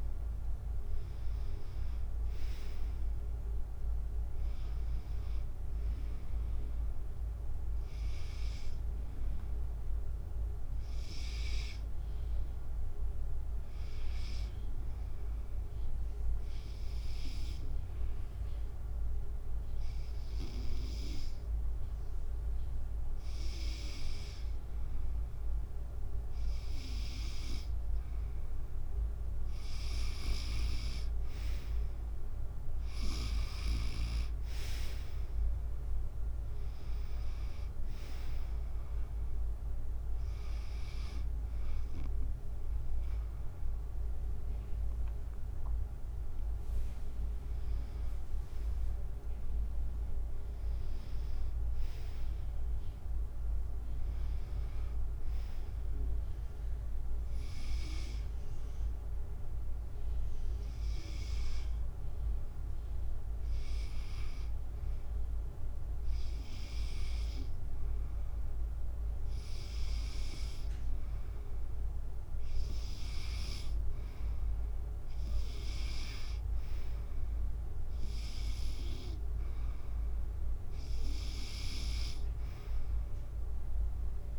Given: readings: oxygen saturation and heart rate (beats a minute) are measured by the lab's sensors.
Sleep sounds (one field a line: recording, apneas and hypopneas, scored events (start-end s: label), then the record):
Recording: breathing in sleep by a room microphone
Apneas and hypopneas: 2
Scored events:
0.00-2.50 s: arousal
0.00-8.00 s: drop in pulse transit time (device-marked, heart rate 73 extreme)
3.00-17.00 s: oxygen desaturation (device-marked, oxygen 95% before, 91% lowest, heart rate 73 before, 68 extreme)
16.50-27.00 s: hypopnea (oxygen 96% before, 91% lowest, heart rate 74 before, 70 extreme, up 5 after)
27.00-52.00 s: oxygen desaturation (device-marked, oxygen 97% before, 91% lowest, heart rate 71 before, 67 extreme)
30.50-34.00 s: arousal
37.00-56.00 s: drop in pulse transit time (device-marked, heart rate 73 before, 77 extreme)
52.50-56.00 s: arousal
59.00-69.00 s: hypopnea (oxygen 96% before, 92% lowest, heart rate 80 before, 68 extreme, up 7 after)
70.50-73.50 s: arousal
From the record:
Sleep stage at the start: N2 (light sleep)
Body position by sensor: on the back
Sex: female